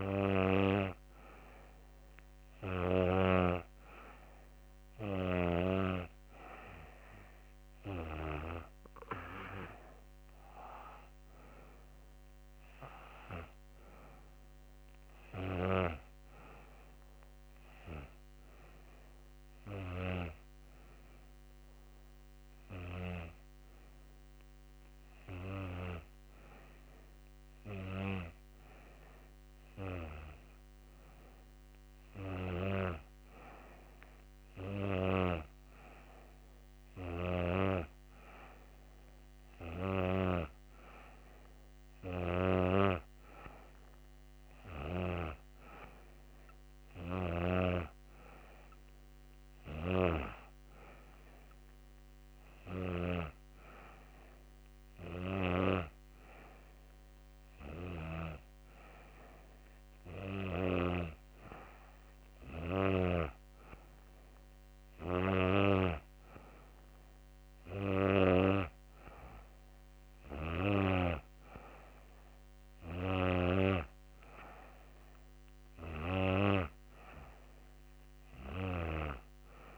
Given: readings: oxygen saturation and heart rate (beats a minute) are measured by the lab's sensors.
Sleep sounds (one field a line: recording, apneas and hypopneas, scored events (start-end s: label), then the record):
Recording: breathing in sleep by a microphone on the trachea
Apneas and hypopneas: none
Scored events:
none scored
From the record:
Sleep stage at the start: N2 (light sleep)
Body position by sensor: on the back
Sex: female